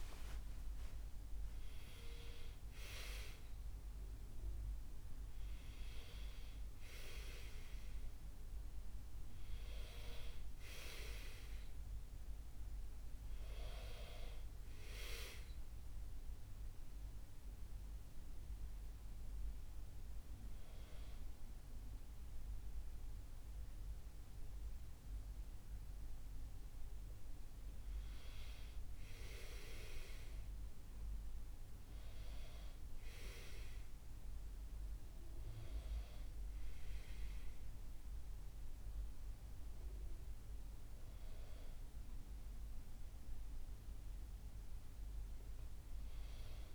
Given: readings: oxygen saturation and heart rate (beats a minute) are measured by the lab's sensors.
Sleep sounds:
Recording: a person awake in a sleep study, by a room microphone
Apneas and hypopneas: none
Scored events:
none scored
From the record:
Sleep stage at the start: awake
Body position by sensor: on the back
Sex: male

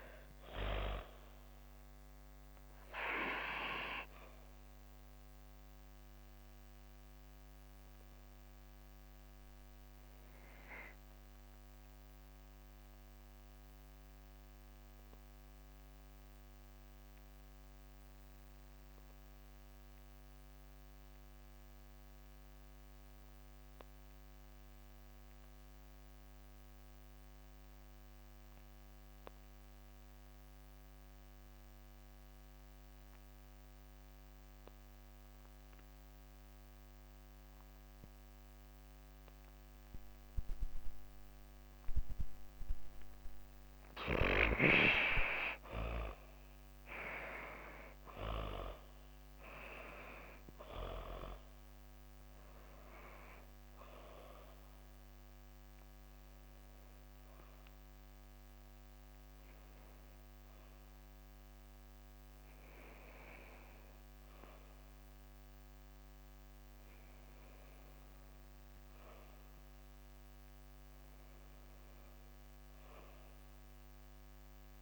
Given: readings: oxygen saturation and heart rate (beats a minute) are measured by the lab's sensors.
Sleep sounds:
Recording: breathing in sleep by a microphone on the trachea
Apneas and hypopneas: 2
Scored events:
0.00-20.50 s: oxygen desaturation (device-marked, oxygen 80% lowest)
2.50-40.50 s: obstructive apnea (oxygen 99% before, 78% lowest)
34.50-72.50 s: oxygen desaturation (device-marked, oxygen 99% before, 78% lowest)
43.50-48.00 s: arousal
54.00-69.00 s: obstructive apnea (oxygen 99% before, 78% lowest)
57.50-74.82 s: new sleep stage, N1 (lightest sleep)
71.00-74.82 s: arousal
From the record:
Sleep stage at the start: N2 (light sleep)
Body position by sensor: on the back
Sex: female

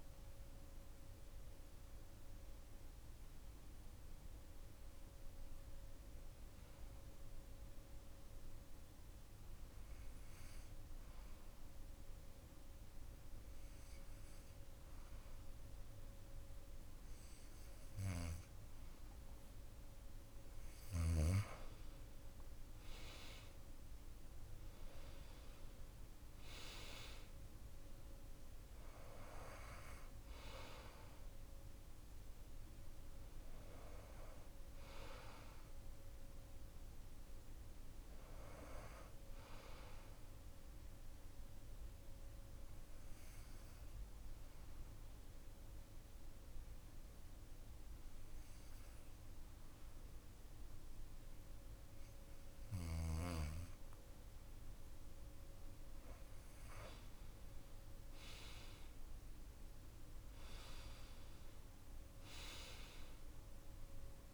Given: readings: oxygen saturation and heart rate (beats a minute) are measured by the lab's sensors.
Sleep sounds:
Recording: breathing in sleep by a room microphone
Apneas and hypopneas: 2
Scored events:
9.00-20.50 s: obstructive apnea (oxygen 96% before, 91% lowest)
21.00-24.00 s: arousal
21.50-47.50 s: oxygen desaturation (device-marked, oxygen 95% before, 91% lowest)
41.50-55.00 s: obstructive apnea (oxygen 95% before, 91% lowest)
57.00-61.00 s: arousal
61.50-64.33 s: oxygen desaturation (device-marked, oxygen 96% before, 91% lowest)
From the record:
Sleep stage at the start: N2 (light sleep)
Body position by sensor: on the back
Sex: male

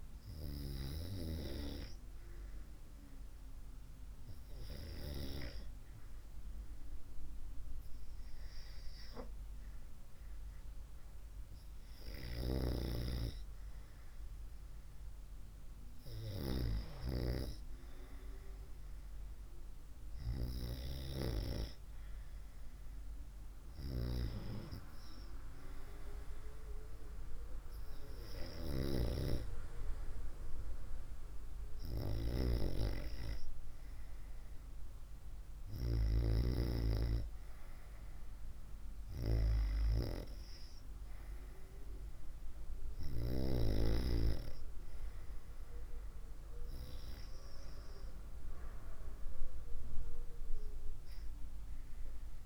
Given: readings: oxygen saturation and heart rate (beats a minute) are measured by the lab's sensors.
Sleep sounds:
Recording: breathing in sleep by a room microphone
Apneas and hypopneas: none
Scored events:
41.00-52.46 s: new sleep stage, REM sleep
From the record:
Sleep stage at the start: N2 (light sleep)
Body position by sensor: on the right side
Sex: female

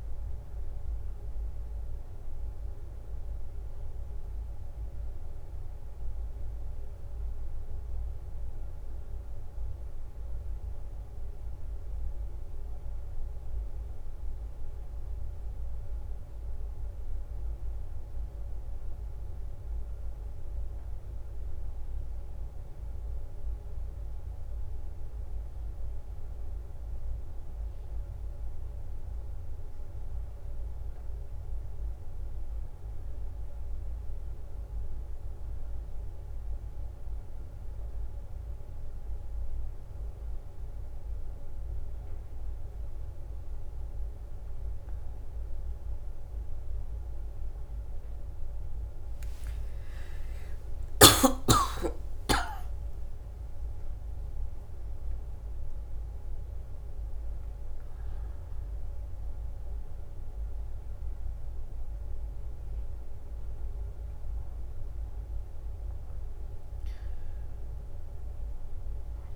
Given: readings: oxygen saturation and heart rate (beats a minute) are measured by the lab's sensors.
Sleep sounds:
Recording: a person partly awake in a sleep study, hard to hear, by a room microphone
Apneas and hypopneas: none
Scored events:
20.00-35.00 s: drop in pulse transit time (device-marked, heart rate 63 before, 60 extreme)
41.00-69.36 s: new sleep stage, awake
44.00-46.00 s: leg movement (device-marked)
49.50-58.50 s: leg movement (device-marked)
50.00-67.00 s: drop in pulse transit time (device-marked, heart rate 66 before, 71 extreme)
From the record:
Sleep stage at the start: N2 (light sleep)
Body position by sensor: on the back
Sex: female

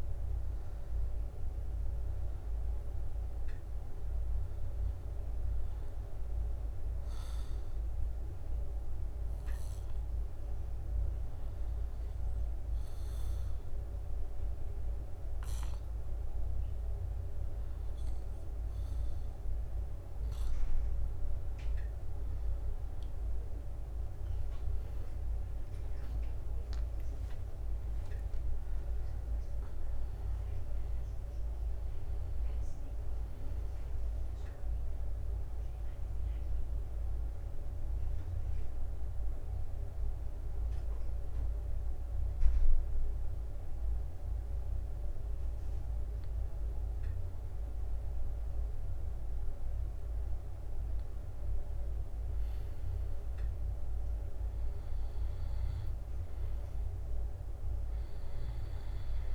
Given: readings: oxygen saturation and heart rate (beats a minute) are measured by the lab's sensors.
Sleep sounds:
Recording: breathing in sleep, hard to hear, by a room microphone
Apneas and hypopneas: 2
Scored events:
10.00-21.50 s: obstructive apnea (oxygen 96% before, 94% lowest)
24.50-29.50 s: arousal
41.00-52.50 s: hypopnea (oxygen 96% before, 93% lowest)
56.50-59.35 s: arousal
From the record:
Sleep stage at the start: N2 (light sleep)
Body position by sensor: on the back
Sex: male

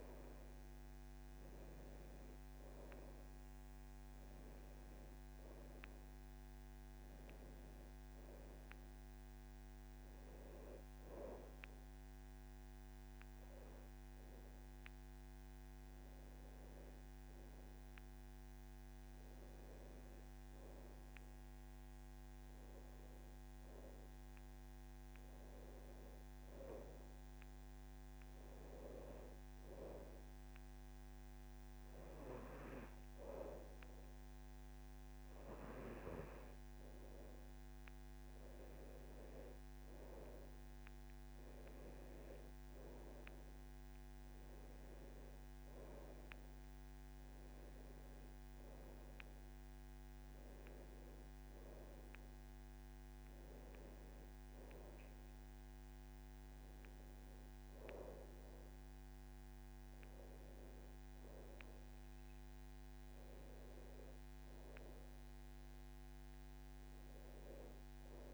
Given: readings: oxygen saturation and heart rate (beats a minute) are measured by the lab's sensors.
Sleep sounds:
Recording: breathing in sleep by a microphone on the trachea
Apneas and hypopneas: 2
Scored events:
9.00-19.00 s: hypopnea (oxygen 97% before, 92% lowest, heart rate 72 before, 43 extreme, up 3 after)
22.50-25.50 s: arousal
29.00-39.50 s: hypopnea (oxygen 98% before, 92% lowest)
39.00-65.00 s: oxygen desaturation (device-marked, oxygen 97% before, 92% lowest)
42.50-45.50 s: arousal
From the record:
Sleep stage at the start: N2 (light sleep)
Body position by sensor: on the back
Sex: male

